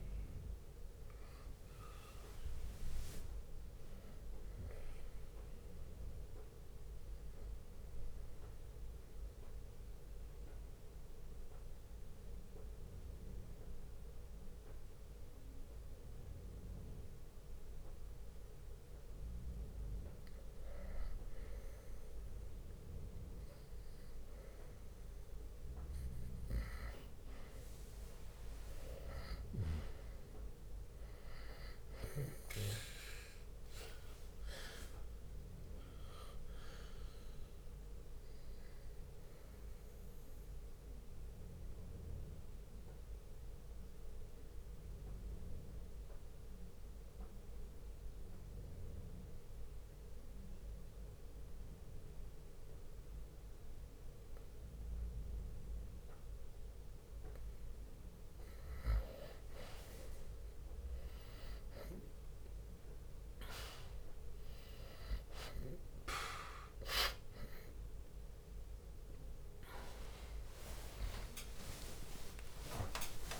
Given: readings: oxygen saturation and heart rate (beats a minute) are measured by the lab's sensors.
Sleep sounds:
breathing in sleep by a room microphone; 2
0.00-6.00 s: oxygen desaturation (device-marked, oxygen 91% lowest, heart rate 60 extreme)
8.50-21.00 s: obstructive apnea (oxygen 97% before, 91% lowest, heart rate 71 before, 60 extreme, up 3 after)
26.00-56.00 s: oxygen desaturation (device-marked, oxygen 98% before, 91% lowest, heart rate 63 before, 54 extreme)
27.50-33.50 s: arousal
41.00-57.00 s: obstructive apnea (oxygen 98% before, 91% lowest, heart rate 65 before, 54 extreme, up 1 after)
46.00-62.00 s: bradycardia (device-marked, heart rate 66 before, 54 extreme)
65.00-73.40 s: drop in pulse transit time (device-marked, heart rate 58 before, 67 extreme)
66.00-73.40 s: oxygen desaturation (device-marked, oxygen 97% before, 91% lowest, heart rate 59 before, 64 extreme)
66.50-71.50 s: arousal
71.00-73.40 s: tachycardia (device-marked, heart rate 66 before, 138 extreme)
71.50-73.40 s: long interval between heartbeats (device-marked, heart rate 62 before, 83 extreme)
From the record:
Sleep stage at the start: N2 (light sleep); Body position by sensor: on the right side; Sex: male

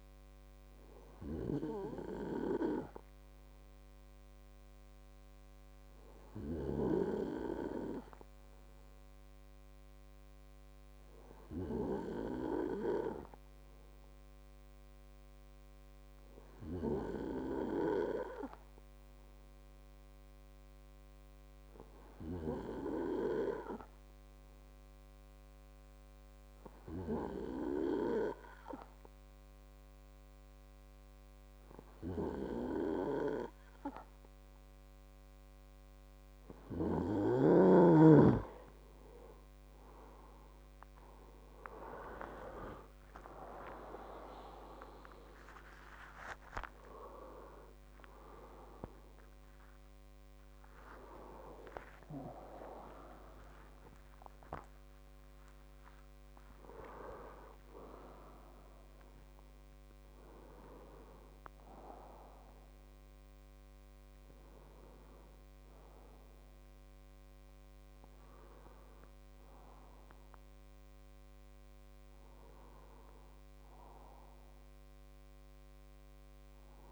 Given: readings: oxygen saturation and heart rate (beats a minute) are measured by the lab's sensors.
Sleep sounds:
a person partly awake in a sleep study, by a microphone on the trachea; 1
19.50-36.00 s: hypopnea (oxygen 96% before, 91% lowest, heart rate 109 before, 63 extreme)
36.50-66.50 s: new sleep stage, awake
44.50-67.50 s: oxygen desaturation (device-marked, oxygen 95% before, 91% lowest, heart rate 108 before, 71 extreme)
66.50-76.92 s: new sleep stage, N1 (lightest sleep)
From the record:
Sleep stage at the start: N2 (light sleep); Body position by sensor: on the right side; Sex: male

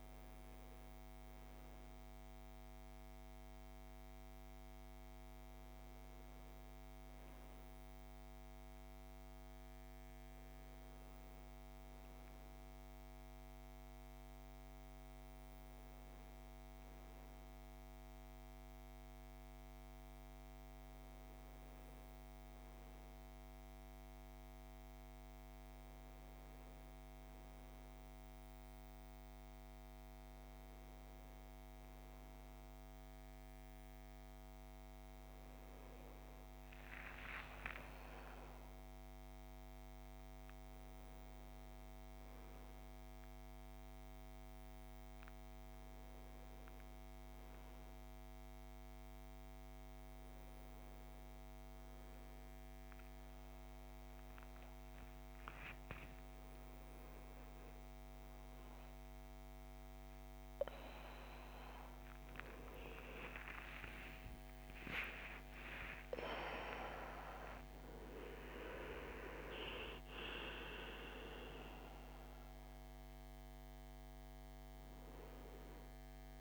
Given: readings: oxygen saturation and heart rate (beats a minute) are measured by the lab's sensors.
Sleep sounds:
a person awake in a sleep study, by a microphone on the trachea; none
29.00-76.41 s: new sleep stage, awake
From the record:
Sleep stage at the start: N2 (light sleep); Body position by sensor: on the right side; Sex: male

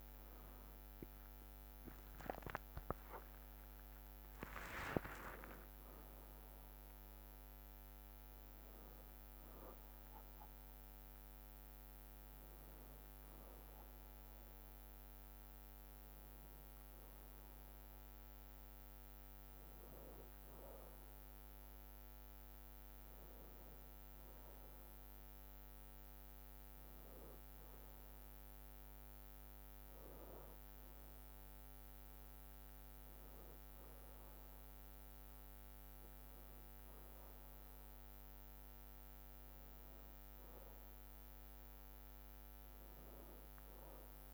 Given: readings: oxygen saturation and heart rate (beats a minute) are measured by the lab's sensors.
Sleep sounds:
a person awake in a sleep study, by a microphone on the trachea; none
5.00-44.33 s: bradycardia (device-marked, heart rate 71 before, 55 extreme)
From the record:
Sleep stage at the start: awake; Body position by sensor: on the back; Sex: male

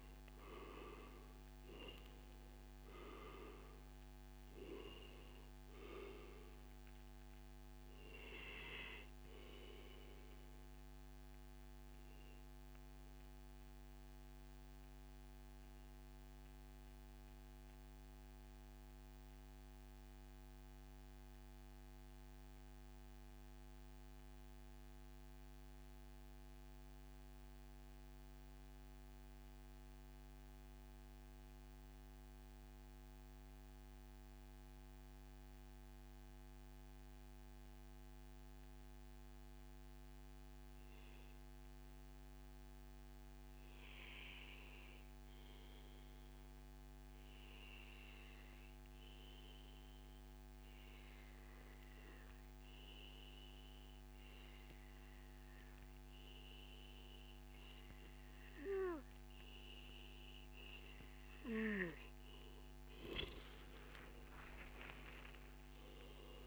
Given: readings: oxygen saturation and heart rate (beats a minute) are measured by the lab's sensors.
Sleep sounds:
breathing in sleep by a microphone on the trachea; 1
0.00-9.00 s: oxygen desaturation (device-marked, oxygen 91% lowest, heart rate 99 extreme)
7.50-61.00 s: mixed apnea (oxygen 97% before, 90% lowest, heart rate 135 before, 97 extreme, up 36 after)
13.50-15.50 s: long interval between heartbeats (device-marked, heart rate 139 before, 107 extreme)
16.50-18.50 s: long interval between heartbeats (device-marked, heart rate 136 before, 116 extreme)
24.50-26.50 s: long interval between heartbeats (device-marked, heart rate 122 before, 102 extreme)
28.50-30.50 s: long interval between heartbeats (device-marked, heart rate 115 before, 112 extreme)
32.50-34.50 s: long interval between heartbeats (device-marked, heart rate 111 before, 118 extreme)
34.50-36.50 s: long interval between heartbeats (device-marked, heart rate 111 before, 117 extreme)
48.00-50.00 s: long interval between heartbeats (device-marked, heart rate 113 before, 101 extreme)
50.00-66.47 s: oxygen desaturation (device-marked, oxygen 98% before, 92% lowest, heart rate 111 before, 116 extreme)
63.50-66.47 s: arousal
From the record:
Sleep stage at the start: N2 (light sleep); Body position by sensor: on the back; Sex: male

